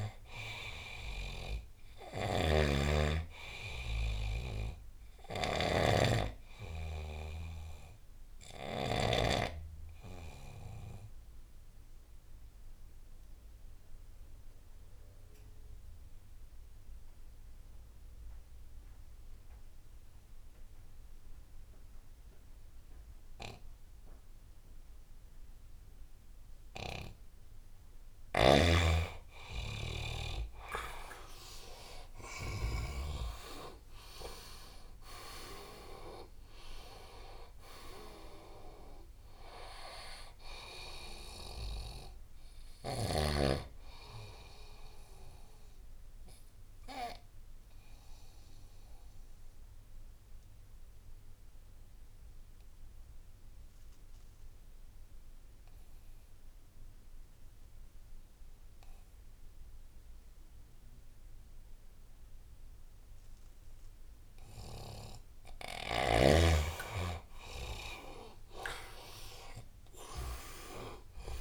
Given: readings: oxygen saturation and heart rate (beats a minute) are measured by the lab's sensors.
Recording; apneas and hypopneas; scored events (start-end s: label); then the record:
breathing in sleep by a room microphone; 2
0.00-15.00 s: oxygen desaturation (device-marked, oxygen 92% lowest, heart rate 69 extreme)
1.50-8.50 s: snoring (device-marked)
8.50-27.00 s: obstructive apnea (oxygen 97% before, 89% lowest, heart rate 78 before, 69 extreme, up 18 after)
27.00-55.00 s: oxygen desaturation (device-marked, oxygen 96% before, 90% lowest, heart rate 73 before, 71 extreme)
29.50-35.00 s: arousal
44.00-63.50 s: obstructive apnea (oxygen 96% before, 89% lowest, heart rate 78 before, 71 extreme, up 7 after)
54.00-71.41 s: new sleep stage, awake
64.00-71.41 s: oxygen desaturation (device-marked, oxygen 98% before, 89% lowest, heart rate 78 before, 74 extreme)
From the record:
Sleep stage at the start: N2 (light sleep); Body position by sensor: on the right side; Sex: male